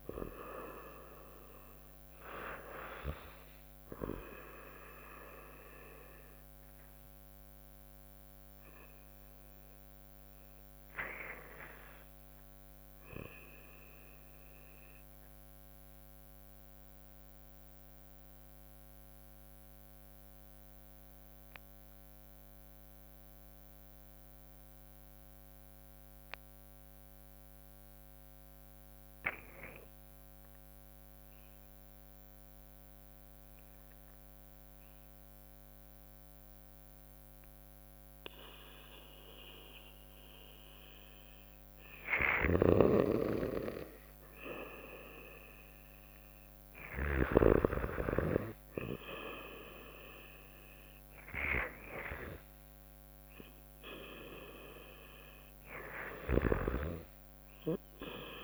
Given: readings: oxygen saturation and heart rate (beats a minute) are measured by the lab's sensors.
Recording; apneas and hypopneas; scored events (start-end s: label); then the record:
breathing in sleep by a microphone on the trachea; 1
0.00-1.00 s: arousal
15.00-40.50 s: obstructive apnea (oxygen 93% before, 85% lowest, heart rate 67 before, 62 extreme, up 3 after)
34.50-51.50 s: oxygen desaturation (device-marked, oxygen 92% before, 85% lowest, heart rate 66 before, 62 extreme)
43.00-47.50 s: arousal
54.50-58.44 s: drop in pulse transit time (device-marked, heart rate 64 before, 67 extreme)
From the record:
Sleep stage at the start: REM sleep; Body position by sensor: on the right side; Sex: female